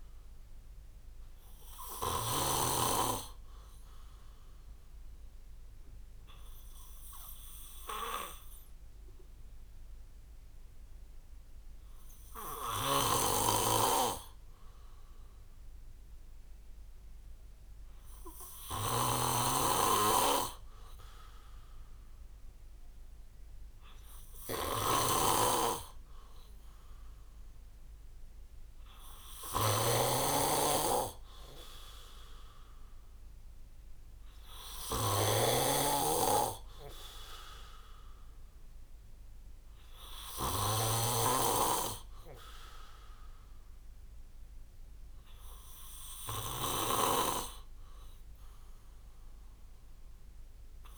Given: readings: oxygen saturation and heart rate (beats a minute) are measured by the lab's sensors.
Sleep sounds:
breathing in sleep by a room microphone; none
0.00-2.50 s: snoring (device-marked)
8.50-14.50 s: tachycardia (device-marked)
13.00-50.98 s: snoring (device-marked)
30.50-40.50 s: oxygen desaturation (device-marked, oxygen 97% before, 93% lowest)
From the record:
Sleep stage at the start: N2 (light sleep); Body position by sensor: on the back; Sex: male

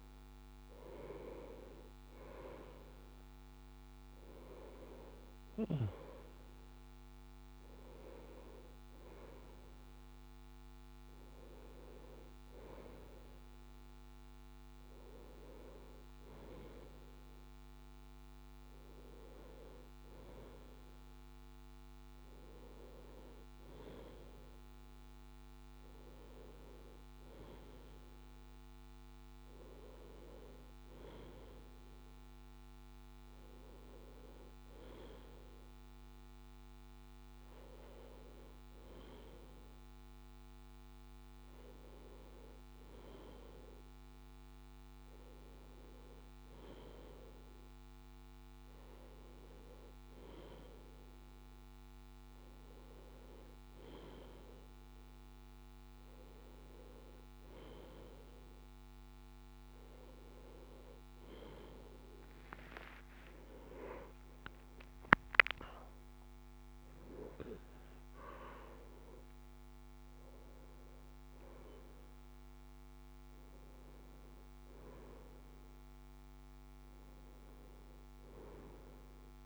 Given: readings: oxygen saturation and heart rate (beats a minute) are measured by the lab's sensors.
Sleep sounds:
breathing in sleep by a microphone on the trachea; none
1.00-79.46 s: new sleep stage, N1 (lightest sleep)
61.50-66.00 s: arousal
From the record:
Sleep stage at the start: N2 (light sleep); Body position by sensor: on the left side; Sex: male

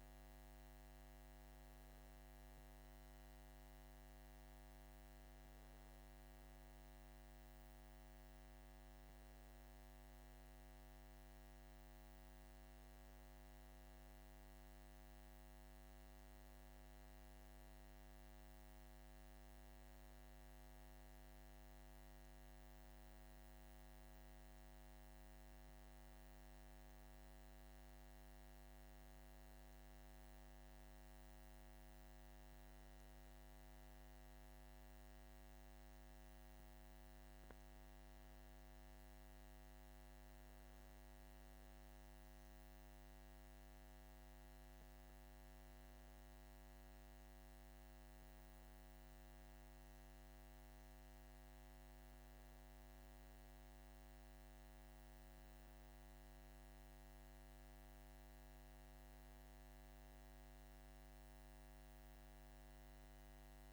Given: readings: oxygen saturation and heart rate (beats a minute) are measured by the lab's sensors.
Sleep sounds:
breathing in sleep, hard to hear, by a microphone on the trachea; none
none scored
From the record:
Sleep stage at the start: N2 (light sleep); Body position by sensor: on the back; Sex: male

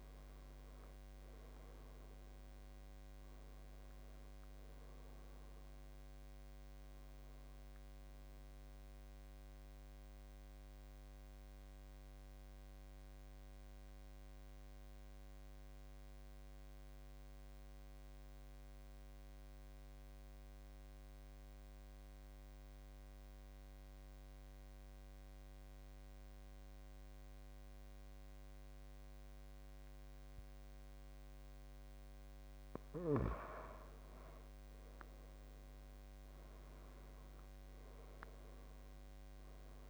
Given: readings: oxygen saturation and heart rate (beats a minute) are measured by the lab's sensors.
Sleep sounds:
breathing in sleep, hard to hear, by a microphone on the trachea; 1
0.00-2.00 s: arousal
0.00-20.50 s: oxygen desaturation (device-marked, oxygen 87% lowest, heart rate 69 extreme)
9.00-33.00 s: mixed apnea (oxygen 98% before, 85% lowest, heart rate 80 before, 69 extreme, up 13 after)
33.50-39.89 s: oxygen desaturation (device-marked, oxygen 97% before, 85% lowest, heart rate 74 before, 65 extreme)
35.00-39.00 s: arousal
From the record:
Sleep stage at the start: N2 (light sleep); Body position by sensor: on the back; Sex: male

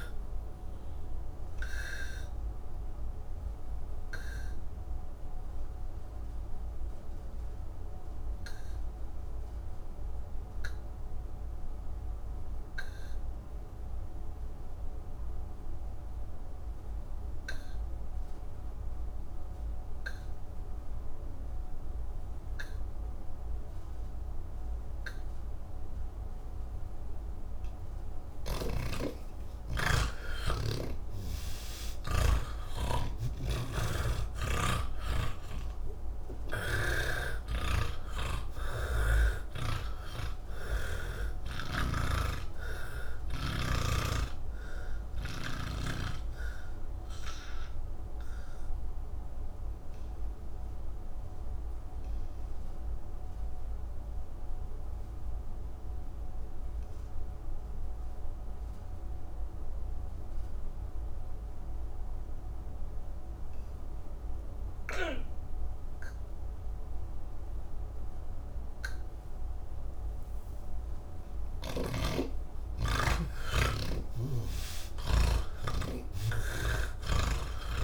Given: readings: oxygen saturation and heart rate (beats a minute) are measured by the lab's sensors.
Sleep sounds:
breathing in sleep by a room microphone; 2
0.00-12.50 s: oxygen desaturation (device-marked, oxygen 78% lowest, heart rate 130 extreme)
1.50-29.00 s: obstructive apnea (oxygen 98% before, 77% lowest, heart rate 173 before, 130 extreme, up 11 after)
24.50-34.50 s: oxygen desaturation (device-marked, oxygen 98% before, 87% lowest, heart rate 183 before, 130 extreme)
33.00-37.00 s: snoring (device-marked)
42.50-56.50 s: oxygen desaturation (device-marked, oxygen 91% before, 77% lowest, heart rate 161 before, 143 extreme)
44.00-71.00 s: obstructive apnea (oxygen 98% before, 77% lowest, heart rate 161 before, 142 extreme, up 16 after)
66.50-77.84 s: oxygen desaturation (device-marked, oxygen 98% before, 80% lowest, heart rate 171 before, 88 extreme)
68.50-77.84 s: new sleep stage, N2 (light sleep)
From the record:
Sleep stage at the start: N1 (lightest sleep); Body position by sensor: on the back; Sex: male

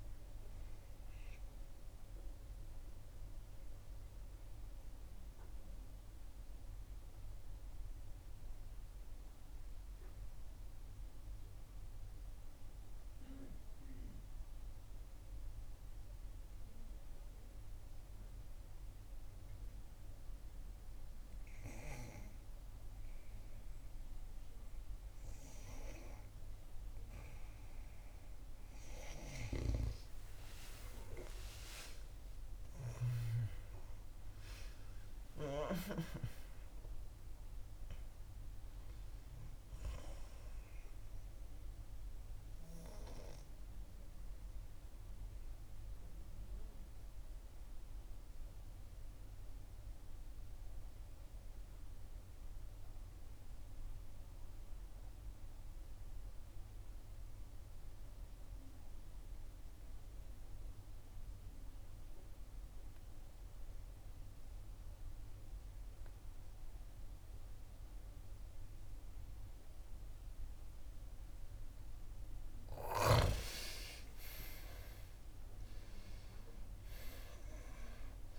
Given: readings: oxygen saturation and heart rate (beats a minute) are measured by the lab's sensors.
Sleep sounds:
breathing in sleep by a room microphone; 2
0.00-19.50 s: oxygen desaturation (device-marked, oxygen 91% lowest, heart rate 54 extreme)
3.50-24.50 s: obstructive apnea (oxygen 97% before, 91% lowest, heart rate 69 before, 54 extreme, up 4 after)
25.00-27.00 s: long interval between heartbeats (device-marked, heart rate 62 before, 64 extreme)
29.50-33.50 s: snoring (device-marked)
30.00-36.00 s: arousal
41.50-72.50 s: obstructive apnea (oxygen 98% before, 88% lowest, heart rate 64 before, 63 extreme, up 6 after)
65.50-78.39 s: oxygen desaturation (device-marked, oxygen 97% before, 90% lowest, heart rate 65 before, 61 extreme)
73.50-78.00 s: arousal
From the record:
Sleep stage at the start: N2 (light sleep); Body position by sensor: on the back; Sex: female

